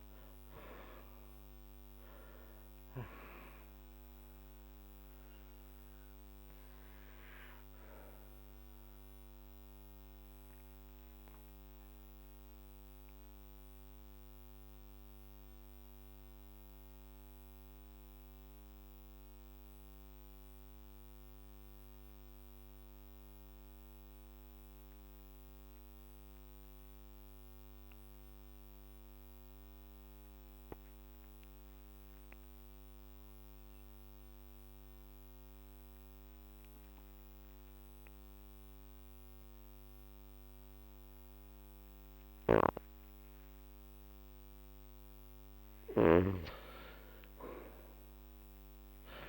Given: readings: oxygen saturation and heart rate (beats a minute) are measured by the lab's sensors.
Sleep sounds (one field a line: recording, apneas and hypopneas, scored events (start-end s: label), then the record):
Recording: breathing in sleep by a microphone on the trachea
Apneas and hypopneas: 1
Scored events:
0.00-1.50 s: arousal
5.50-43.50 s: mixed apnea (oxygen 99% before, 92% lowest, heart rate 55 before, 47 extreme, up 6 after)
24.50-39.50 s: oxygen desaturation (device-marked, oxygen 97% before, 92% lowest, heart rate 52 before, 47 extreme)
42.00-46.00 s: snoring (device-marked)
From the record:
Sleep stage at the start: N2 (light sleep)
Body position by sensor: on the back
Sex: male